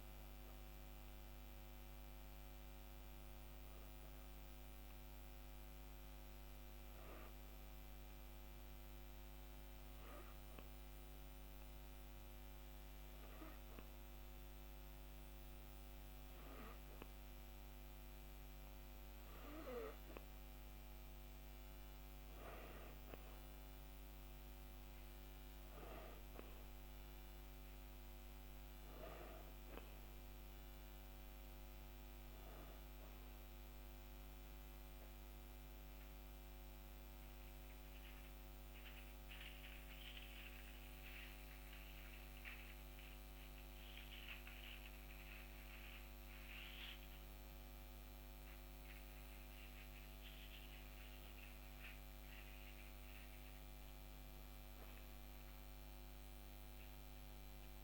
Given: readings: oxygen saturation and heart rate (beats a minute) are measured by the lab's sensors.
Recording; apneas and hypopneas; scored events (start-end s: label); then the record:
breathing in sleep by a microphone on the trachea; none
34.50-38.00 s: arousal
From the record:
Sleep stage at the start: N2 (light sleep); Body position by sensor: on the back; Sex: female